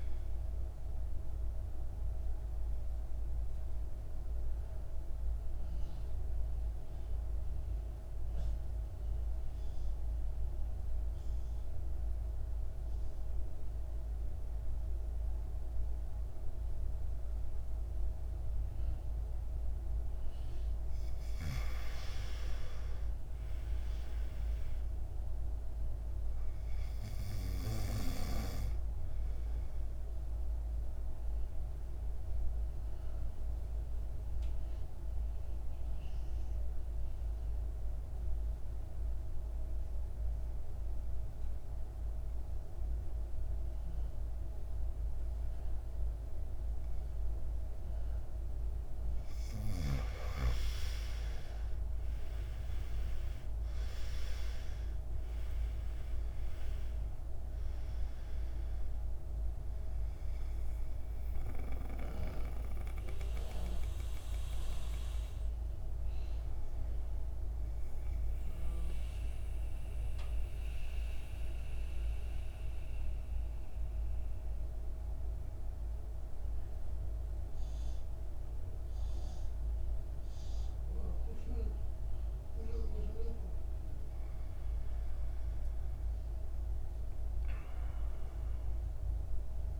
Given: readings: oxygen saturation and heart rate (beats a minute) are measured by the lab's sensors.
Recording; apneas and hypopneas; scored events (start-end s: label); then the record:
breathing in sleep by a room microphone; 3
0.00-16.00 s: oxygen desaturation (device-marked, oxygen 90% lowest, heart rate 54 extreme)
1.50-21.00 s: mixed apnea (oxygen 99% before, 85% lowest, heart rate 57 before, 54 extreme, up 7 after)
23.00-25.00 s: arousal
28.00-47.00 s: oxygen desaturation (device-marked, oxygen 99% before, 89% lowest, heart rate 57 before, 54 extreme)
30.50-49.00 s: obstructive apnea (oxygen 99% before, 85% lowest, heart rate 58 before, 54 extreme, up 13 after)
49.00-81.00 s: oxygen desaturation (device-marked, oxygen 98% before, 85% lowest, heart rate 56 before, 52 extreme)
51.50-55.00 s: arousal
68.00-83.50 s: central apnea (oxygen 98% before, 85% lowest, heart rate 62 before, 52 extreme, up 17 after)
85.50-88.50 s: arousal
From the record:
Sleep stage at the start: N2 (light sleep); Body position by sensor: on the back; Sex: male